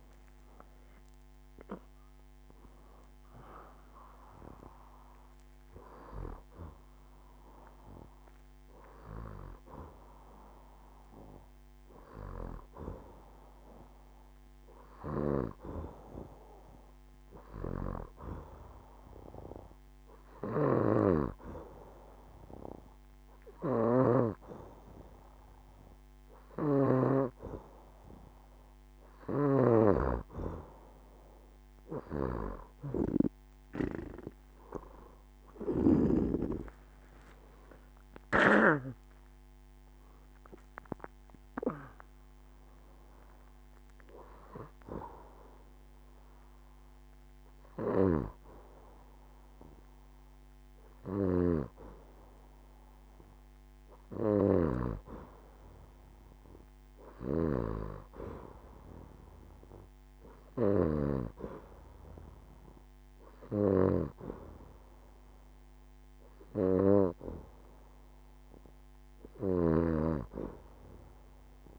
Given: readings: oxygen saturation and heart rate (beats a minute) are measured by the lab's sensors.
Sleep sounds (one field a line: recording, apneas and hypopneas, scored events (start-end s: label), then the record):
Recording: breathing in sleep by a microphone on the trachea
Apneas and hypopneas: 1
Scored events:
13.00-16.00 s: arousal
18.50-30.00 s: hypopnea (oxygen 92% before, 87% lowest, heart rate 76 before, 70 extreme, up 5 after)
29.00-57.00 s: oxygen desaturation (device-marked, oxygen 92% before, 87% lowest, heart rate 74 before, 69 extreme)
32.50-36.50 s: arousal
From the record:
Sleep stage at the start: N2 (light sleep)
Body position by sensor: on the back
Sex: female